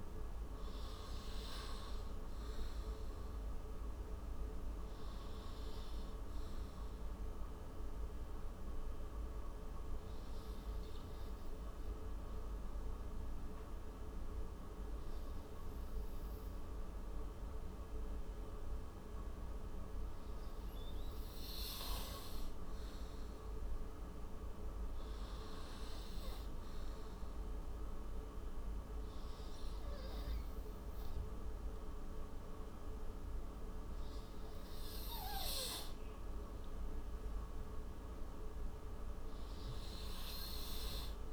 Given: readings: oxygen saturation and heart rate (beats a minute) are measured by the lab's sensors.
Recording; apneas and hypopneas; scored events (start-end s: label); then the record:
breathing in sleep, hard to hear, by a room microphone; 1
9.00-19.00 s: oxygen desaturation (device-marked, oxygen 96% before, 92% lowest)
10.50-22.00 s: hypopnea (oxygen 97% before, 92% lowest)
23.00-26.50 s: arousal
31.00-41.33 s: oxygen desaturation (device-marked, oxygen 97% before, 93% lowest)
From the record:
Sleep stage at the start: N2 (light sleep); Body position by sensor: on the right side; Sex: male